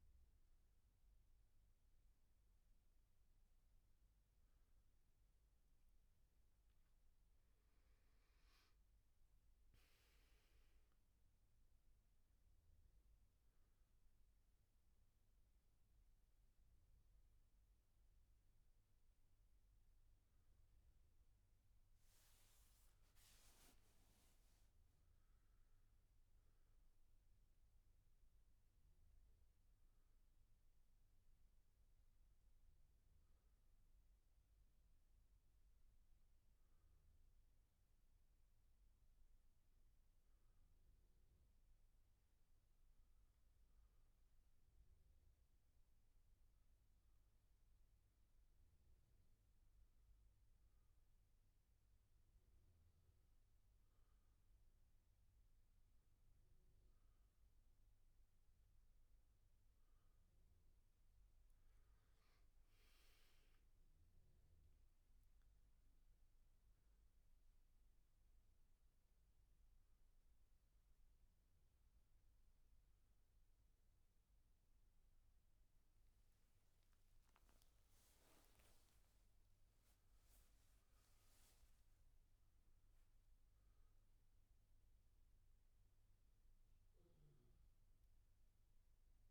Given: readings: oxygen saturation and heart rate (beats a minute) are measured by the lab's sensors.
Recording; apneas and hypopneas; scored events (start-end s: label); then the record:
breathing in sleep, hard to hear, by a room microphone; none
75.00-79.00 s: arousal
From the record:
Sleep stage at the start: N1 (lightest sleep); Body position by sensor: on the back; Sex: male